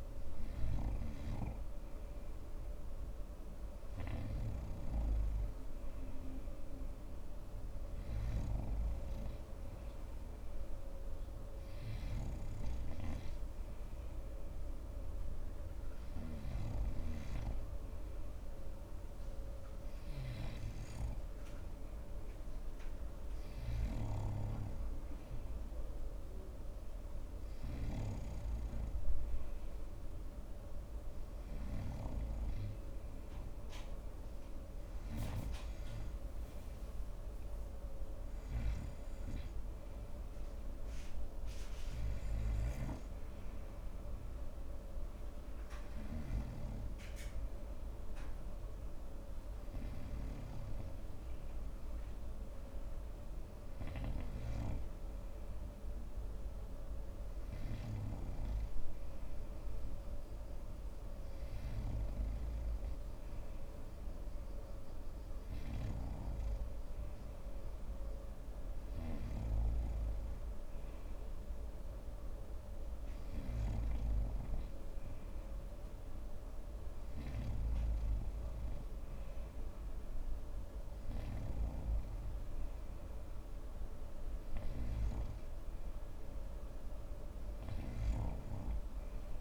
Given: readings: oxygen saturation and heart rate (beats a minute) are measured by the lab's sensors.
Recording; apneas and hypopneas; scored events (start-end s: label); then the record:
breathing in sleep by a room microphone; none
none scored
From the record:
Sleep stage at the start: N3 (deep sleep); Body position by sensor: on the front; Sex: male